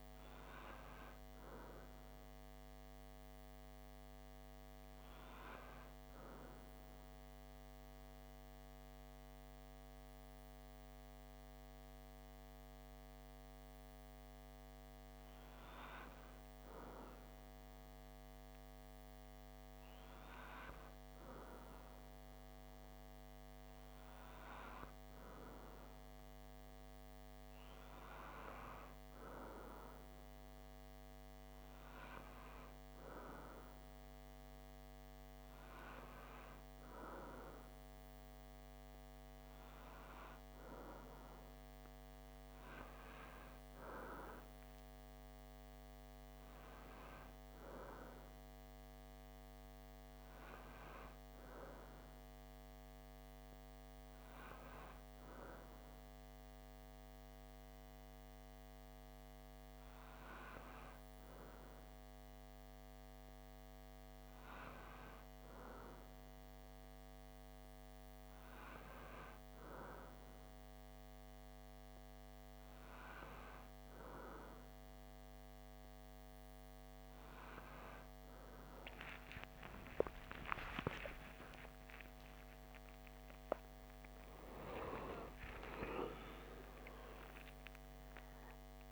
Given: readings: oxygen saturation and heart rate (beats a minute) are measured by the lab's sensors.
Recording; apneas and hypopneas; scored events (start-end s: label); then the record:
breathing in sleep by a microphone on the trachea; none
79.00-85.00 s: arousal
From the record:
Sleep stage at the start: REM sleep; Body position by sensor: on the back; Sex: male